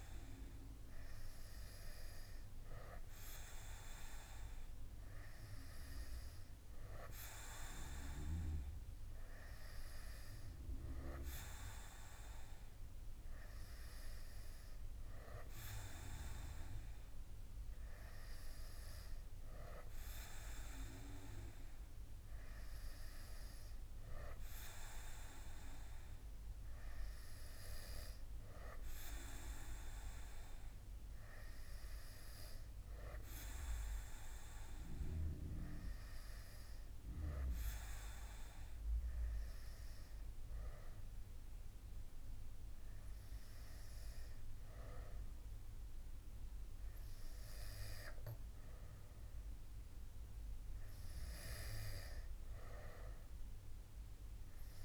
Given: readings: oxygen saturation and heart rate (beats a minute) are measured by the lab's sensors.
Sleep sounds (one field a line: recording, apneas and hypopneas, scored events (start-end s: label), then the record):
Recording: breathing in sleep by a room microphone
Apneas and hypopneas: none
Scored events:
none scored
From the record:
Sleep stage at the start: N2 (light sleep)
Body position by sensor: on the back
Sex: male